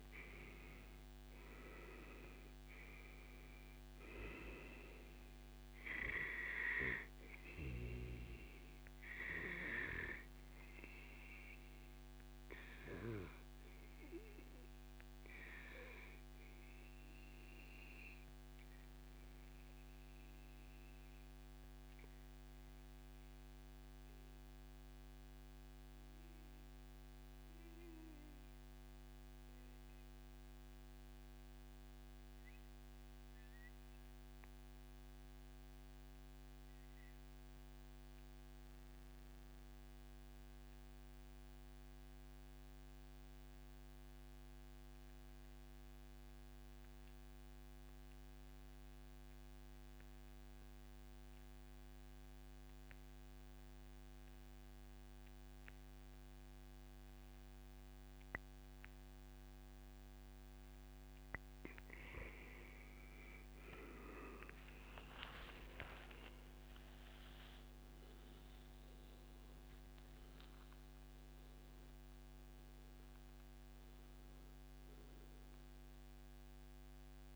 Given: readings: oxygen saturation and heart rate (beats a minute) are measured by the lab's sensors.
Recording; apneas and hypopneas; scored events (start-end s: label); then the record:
breathing in sleep by a microphone on the trachea; 1
0.00-12.50 s: oxygen desaturation (device-marked, oxygen 94% lowest, heart rate 106 extreme)
11.50-58.50 s: obstructive apnea (oxygen 97% before, 91% lowest, heart rate 142 before, 107 extreme, up 22 after)
14.00-16.00 s: long interval between heartbeats (device-marked, heart rate 141 before, 107 extreme)
49.00-51.00 s: long interval between heartbeats (device-marked, heart rate 143 before, 131 extreme)
64.00-68.00 s: arousal
71.50-77.36 s: oxygen desaturation (device-marked, oxygen 97% before, 91% lowest, heart rate 136 before, 96 extreme)
From the record:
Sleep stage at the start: N2 (light sleep); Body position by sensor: on the back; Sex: male